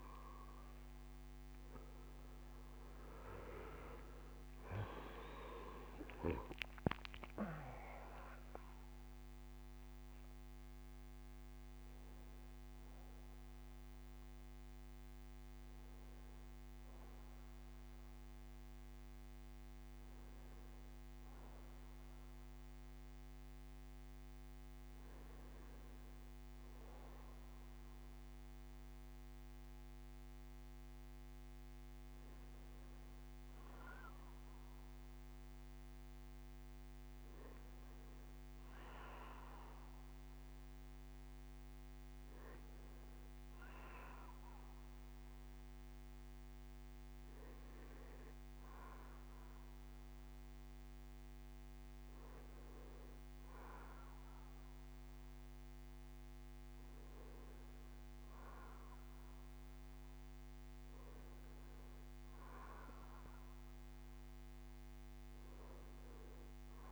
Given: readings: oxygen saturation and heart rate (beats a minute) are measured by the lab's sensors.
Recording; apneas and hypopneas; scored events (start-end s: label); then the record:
breathing in sleep by a microphone on the trachea; none
1.00-3.00 s: bradycardia (device-marked, heart rate 68 before, 59 extreme)
3.00-7.00 s: arousal
5.00-7.00 s: bradycardia (device-marked, heart rate 68 before, 59 extreme)
9.00-11.00 s: bradycardia (device-marked, heart rate 68 before, 58 extreme)
13.00-16.00 s: bradycardia (device-marked, heart rate 68 before, 58 extreme)
17.00-20.00 s: bradycardia (device-marked, heart rate 68 before, 57 extreme)
49.00-51.00 s: bradycardia (device-marked, heart rate 67 before, 64 extreme)
56.00-63.00 s: oxygen desaturation (device-marked, oxygen 95% before, 93% lowest, heart rate 62 before, 56 extreme)
65.00-66.92 s: arousal
From the record:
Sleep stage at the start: N2 (light sleep); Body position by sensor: on the back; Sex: male